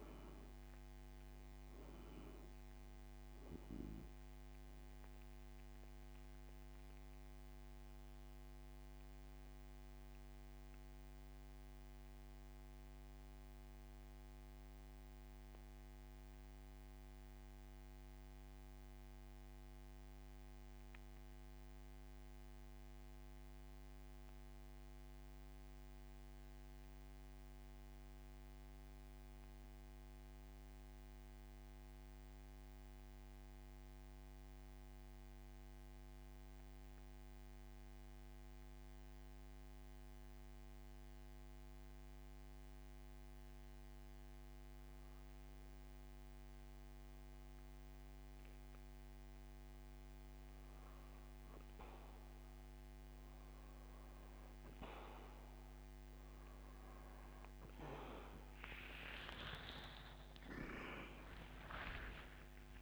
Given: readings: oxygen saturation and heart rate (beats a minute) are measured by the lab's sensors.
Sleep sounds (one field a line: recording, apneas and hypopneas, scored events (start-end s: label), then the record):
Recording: breathing in sleep by a microphone on the trachea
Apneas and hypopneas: 1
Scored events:
0.00-41.00 s: oxygen desaturation (device-marked, oxygen 95% before, 85% lowest, heart rate 81 before, 54 extreme)
6.00-49.50 s: mixed apnea (oxygen 97% before, 85% lowest, heart rate 87 before, 47 extreme, up 41 after)
58.50-62.82 s: arousal
From the record:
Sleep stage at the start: N2 (light sleep)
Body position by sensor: on the back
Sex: male